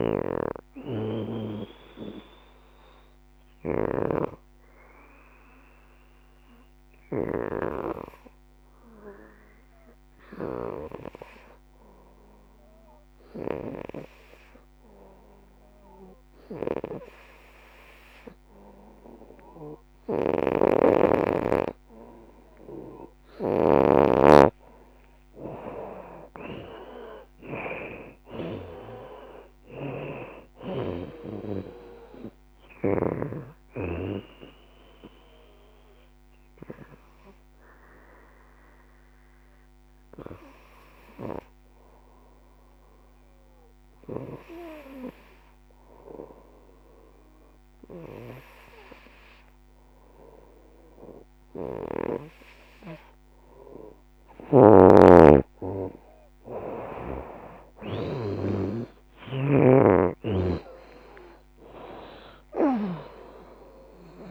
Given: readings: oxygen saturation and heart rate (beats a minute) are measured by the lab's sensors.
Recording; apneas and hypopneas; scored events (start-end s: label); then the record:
breathing in sleep by a microphone on the trachea; 2
0.00-3.50 s: drop in pulse transit time (device-marked, heart rate 75 extreme)
0.00-13.50 s: oxygen desaturation (device-marked, oxygen 82% lowest, heart rate 49 extreme)
2.00-23.00 s: obstructive apnea (oxygen 90% before, 82% lowest, heart rate 76 before, 49 extreme, up 4 after)
9.00-10.00 s: leg movement (device-marked)
15.50-17.00 s: leg movement (device-marked)
15.50-43.50 s: oxygen desaturation (device-marked, oxygen 94% before, 85% lowest, heart rate 75 before, 49 extreme)
20.00-23.50 s: snoring (device-marked)
24.00-26.00 s: long interval between heartbeats (device-marked, heart rate 76 before, 73 extreme)
25.00-29.50 s: arousal
25.50-29.50 s: bradycardia (device-marked, heart rate 76 before, 49 extreme)
25.50-38.50 s: drop in pulse transit time (device-marked, heart rate 76 before, 49 extreme)
27.00-29.00 s: long interval between heartbeats (device-marked, heart rate 76 before, 67 extreme)
30.00-32.00 s: long interval between heartbeats (device-marked, heart rate 75 before, 49 extreme)
33.50-52.00 s: hypopnea (oxygen 94% before, 83% lowest, heart rate 71 before, 68 extreme, up 16 after)
47.00-53.00 s: leg movement (device-marked)
50.50-64.31 s: oxygen desaturation (device-marked, oxygen 94% before, 85% lowest, heart rate 68 before, 35 extreme)
54.00-59.00 s: arousal
54.00-59.00 s: snoring (device-marked)
54.50-64.31 s: drop in pulse transit time (device-marked, heart rate 72 before, 78 extreme)
55.50-56.50 s: leg movement (device-marked)
From the record:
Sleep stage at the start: N2 (light sleep); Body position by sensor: on the right side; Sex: female